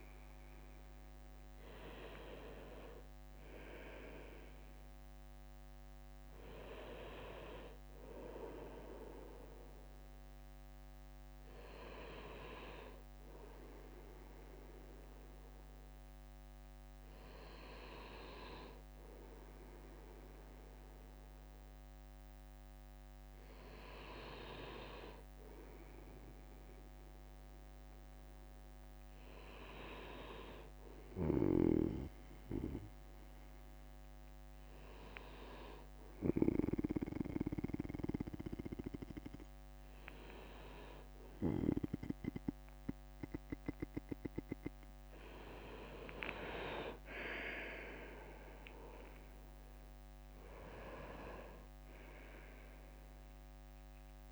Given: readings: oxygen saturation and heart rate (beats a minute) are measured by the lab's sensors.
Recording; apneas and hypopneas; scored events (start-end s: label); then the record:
breathing in sleep by a microphone on the trachea; none
9.00-21.00 s: bradycardia (device-marked, heart rate 64 before, 57 extreme)
34.00-38.00 s: bradycardia (device-marked, heart rate 64 before, 59 extreme)
50.00-54.00 s: leg movement (device-marked)
50.00-54.32 s: drop in pulse transit time (device-marked, heart rate 62 before, 68 extreme)
From the record:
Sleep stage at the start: N2 (light sleep); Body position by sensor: on the right side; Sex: male